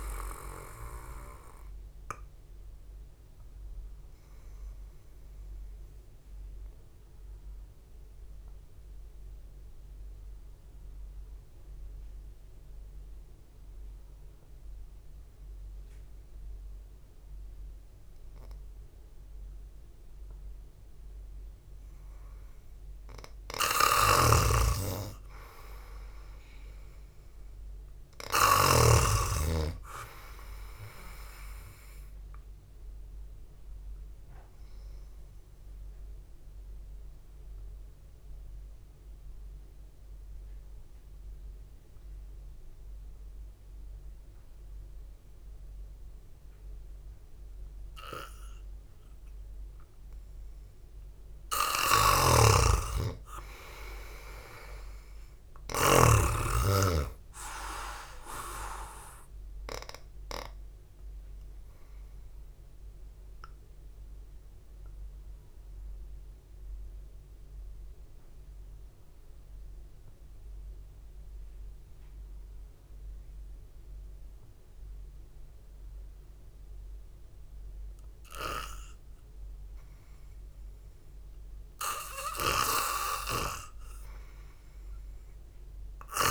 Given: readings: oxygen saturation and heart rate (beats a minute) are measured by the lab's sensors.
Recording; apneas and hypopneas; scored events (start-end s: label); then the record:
breathing in sleep by a room microphone; 3
0.00-11.00 s: oxygen desaturation (device-marked, oxygen 93% lowest, heart rate 52 extreme)
6.00-22.00 s: obstructive apnea (oxygen 97% before, 90% lowest, heart rate 55 before, 52 extreme)
24.50-29.50 s: snoring (device-marked)
29.50-33.00 s: arousal
35.00-52.00 s: obstructive apnea (oxygen 98% before, 90% lowest, heart rate 61 before, 53 extreme)
48.00-54.00 s: oxygen desaturation (device-marked, oxygen 95% before, 91% lowest, heart rate 58 before, 53 extreme)
52.50-56.50 s: snoring (device-marked)
56.50-60.50 s: arousal
63.50-81.50 s: obstructive apnea (oxygen 96% before, 90% lowest, heart rate 60 before, 52 extreme)
77.00-82.00 s: oxygen desaturation (device-marked, oxygen 95% before, 90% lowest, heart rate 60 before, 52 extreme)
82.50-86.31 s: snoring (device-marked)
From the record:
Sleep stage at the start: N2 (light sleep); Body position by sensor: on the back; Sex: male